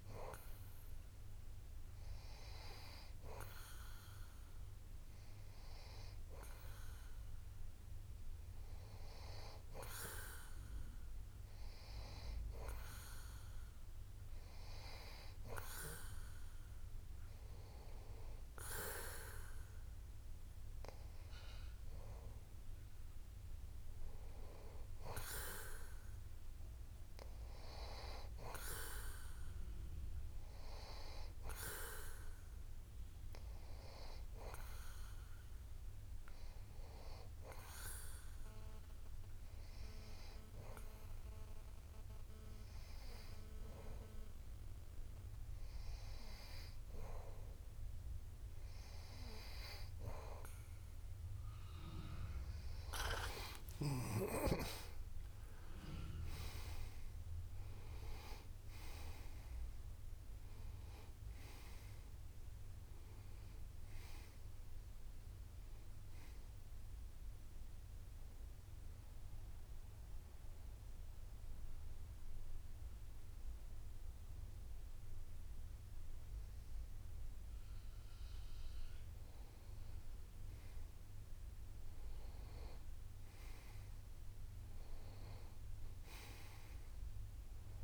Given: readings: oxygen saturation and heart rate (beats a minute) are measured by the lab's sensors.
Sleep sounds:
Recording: breathing in sleep by a room microphone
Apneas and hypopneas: 2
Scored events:
37.00-48.50 s: hypopnea (oxygen 92% before, 91% lowest)
53.00-58.00 s: arousal
69.50-79.50 s: obstructive apnea (oxygen 93% before, 91% lowest)
82.50-86.50 s: arousal
From the record:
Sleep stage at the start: N2 (light sleep)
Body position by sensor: on the back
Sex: male

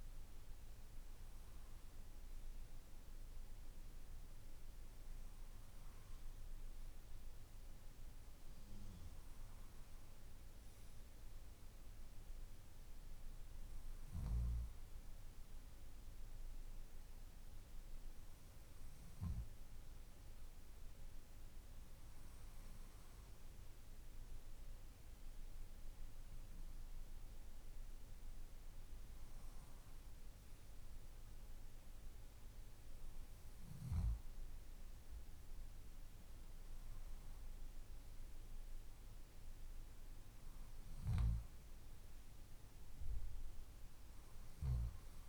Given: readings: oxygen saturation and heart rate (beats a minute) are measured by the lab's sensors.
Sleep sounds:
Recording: breathing in sleep, hard to hear, by a room microphone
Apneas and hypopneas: none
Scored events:
none scored
From the record:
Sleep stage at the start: N2 (light sleep)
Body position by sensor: on the left side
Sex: male

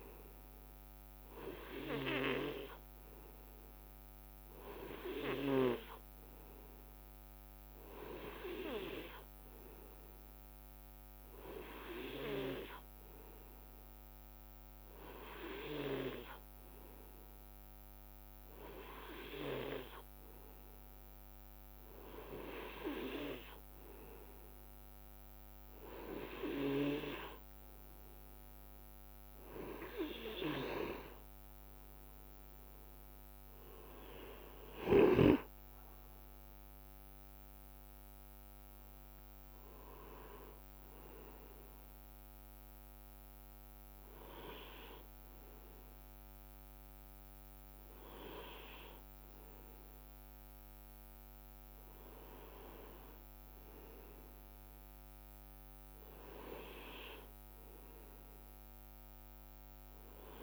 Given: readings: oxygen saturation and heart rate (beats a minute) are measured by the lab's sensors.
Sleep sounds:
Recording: breathing in sleep by a microphone on the trachea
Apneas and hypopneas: none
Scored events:
4.00-6.00 s: long interval between heartbeats (device-marked, heart rate 60 before, 60 extreme)
7.00-9.00 s: long interval between heartbeats (device-marked, heart rate 59 before, 50 extreme)
10.00-12.00 s: long interval between heartbeats (device-marked, heart rate 58 before, 40 extreme)
14.00-16.00 s: long interval between heartbeats (device-marked, heart rate 54 before, 42 extreme)
35.00-37.00 s: long interval between heartbeats (device-marked, heart rate 55 before, 59 extreme)
48.00-50.00 s: long interval between heartbeats (device-marked, heart rate 57 before, 59 extreme)
53.00-55.00 s: long interval between heartbeats (device-marked, heart rate 55 before, 50 extreme)
From the record:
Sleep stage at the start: N2 (light sleep)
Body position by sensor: on the right side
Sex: male

